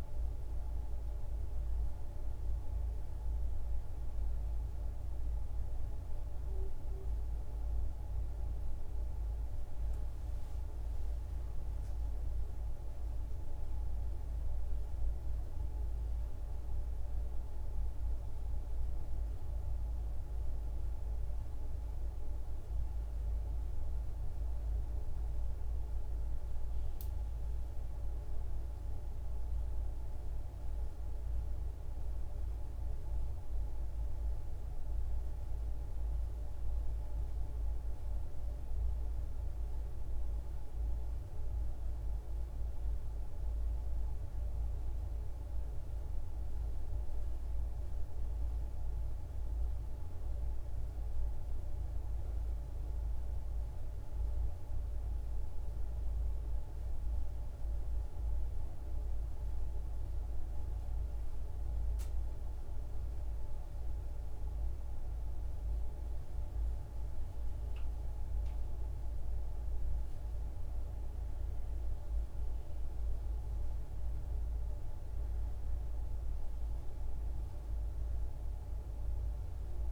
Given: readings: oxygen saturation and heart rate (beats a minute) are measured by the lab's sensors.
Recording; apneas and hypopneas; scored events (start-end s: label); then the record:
breathing in sleep, hard to hear, by a room microphone; none
1.50-20.50 s: oxygen desaturation (device-marked, oxygen 97% before, 93% lowest, heart rate 54 before, 52 extreme)
From the record:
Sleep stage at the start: N2 (light sleep); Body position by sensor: on the back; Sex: female